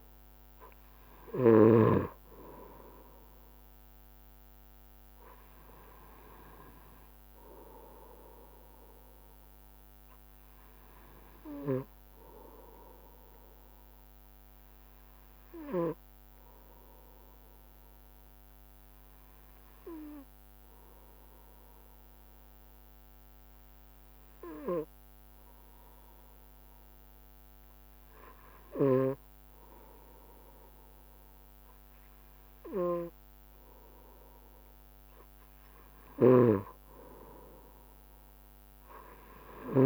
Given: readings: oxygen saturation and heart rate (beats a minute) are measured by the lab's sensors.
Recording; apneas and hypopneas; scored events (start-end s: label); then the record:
breathing in sleep by a microphone on the trachea; 1
7.50-35.00 s: obstructive apnea (oxygen 96% before, 93% lowest, heart rate 70 before, 66 extreme, up 1 after)
36.00-39.86 s: snoring (device-marked)
From the record:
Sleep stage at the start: N2 (light sleep); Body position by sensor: on the right side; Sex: male